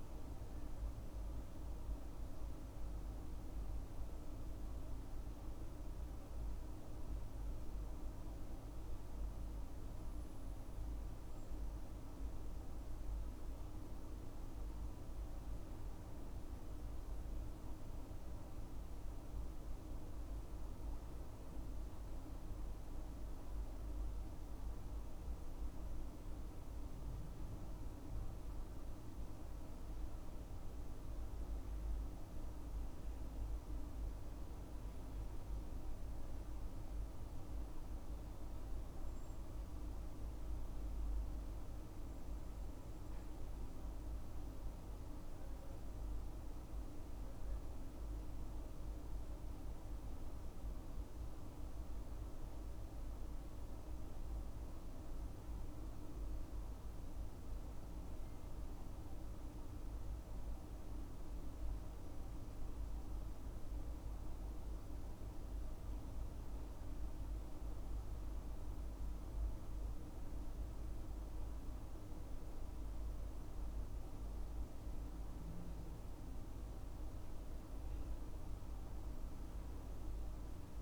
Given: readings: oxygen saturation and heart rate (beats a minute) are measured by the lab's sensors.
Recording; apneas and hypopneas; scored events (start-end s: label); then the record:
breathing in sleep, hard to hear, by a room microphone; 1
2.00-16.50 s: hypopnea (oxygen 97% before, 95% lowest, heart rate 68 before, 65 extreme, up 3 after)
18.50-22.50 s: arousal
From the record:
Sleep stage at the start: N2 (light sleep); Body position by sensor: on the left side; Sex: male